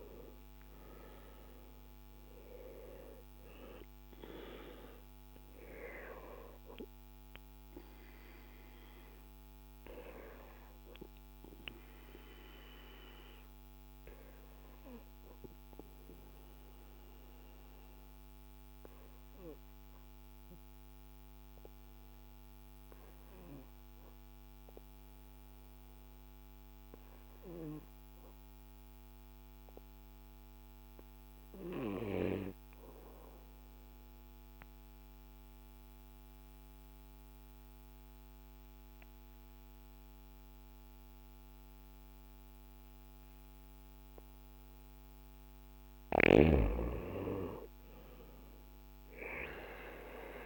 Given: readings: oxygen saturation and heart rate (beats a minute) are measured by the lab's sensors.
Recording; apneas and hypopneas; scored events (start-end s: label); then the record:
breathing in sleep by a microphone on the trachea; 1
2.50-26.50 s: oxygen desaturation (device-marked, oxygen 98% before, 90% lowest, heart rate 60 before, 54 extreme)
10.50-44.50 s: obstructive apnea (oxygen 98% before, 89% lowest, heart rate 63 before, 55 extreme, up 5 after)
46.50-50.46 s: arousal
47.50-50.46 s: oxygen desaturation (device-marked, oxygen 97% before, 89% lowest, heart rate 58 before, 55 extreme)
From the record:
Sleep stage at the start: N2 (light sleep); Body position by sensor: on the back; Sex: male